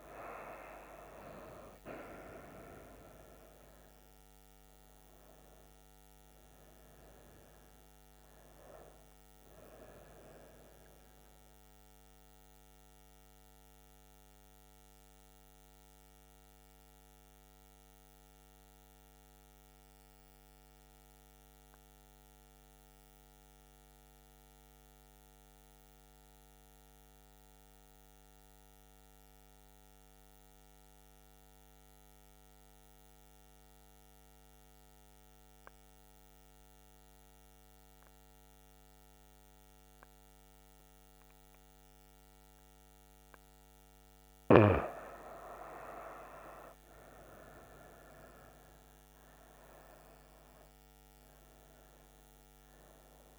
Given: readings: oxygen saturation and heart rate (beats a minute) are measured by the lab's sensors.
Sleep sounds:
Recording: breathing in sleep by a microphone on the trachea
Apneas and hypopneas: 1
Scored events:
0.00-3.00 s: arousal
0.00-23.00 s: oxygen desaturation (device-marked, oxygen 91% lowest, heart rate 63 extreme)
11.50-44.00 s: mixed apnea (oxygen 97% before, 91% lowest, heart rate 74 before, 63 extreme, up 8 after)
41.00-53.39 s: oxygen desaturation (device-marked, oxygen 98% before, 91% lowest, heart rate 67 before, 66 extreme)
45.50-49.50 s: arousal
From the record:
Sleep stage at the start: N2 (light sleep)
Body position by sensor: on the back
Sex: female

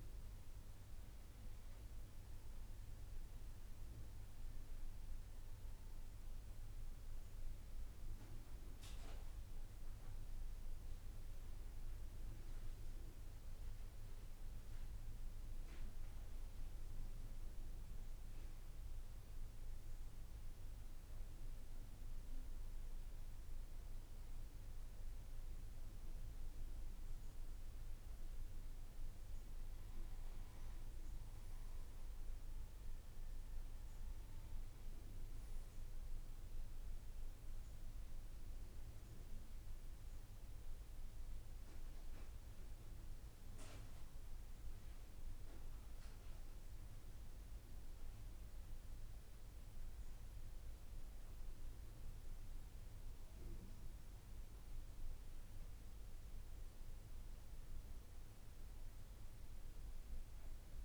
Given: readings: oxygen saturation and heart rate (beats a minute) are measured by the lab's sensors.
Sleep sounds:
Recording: breathing in sleep, hard to hear, by a room microphone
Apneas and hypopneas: 1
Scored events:
13.50-25.50 s: obstructive apnea (oxygen 98% before, 94% lowest, heart rate 61 before, 51 extreme, up 4 after)
32.50-60.85 s: new sleep stage, N3 (deep sleep)
35.50-52.50 s: oxygen desaturation (device-marked, oxygen 98% before, 94% lowest, heart rate 57 before, 51 extreme)
From the record:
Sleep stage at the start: N2 (light sleep)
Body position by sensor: on the back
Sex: male

